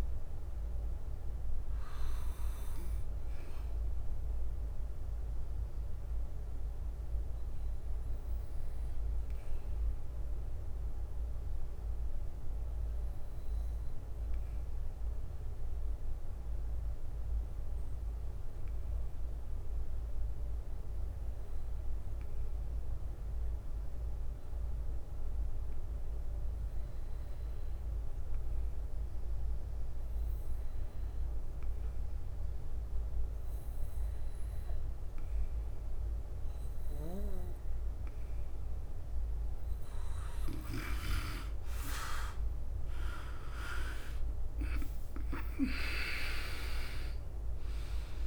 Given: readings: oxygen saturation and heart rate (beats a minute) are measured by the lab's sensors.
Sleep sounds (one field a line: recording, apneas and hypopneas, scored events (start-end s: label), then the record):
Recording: breathing in sleep by a room microphone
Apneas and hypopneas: 1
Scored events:
0.00-42.50 s: bradycardia (device-marked, heart rate 42 extreme)
3.50-38.00 s: obstructive apnea (oxygen 96% before, 94% lowest, heart rate 59 before, 42 extreme, up 19 after)
17.50-28.50 s: drop in pulse transit time (device-marked, heart rate 55 before, 50 extreme)
45.50 s: drop in pulse transit time (device-marked)
From the record:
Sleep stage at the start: N2 (light sleep)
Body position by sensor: on the back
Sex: male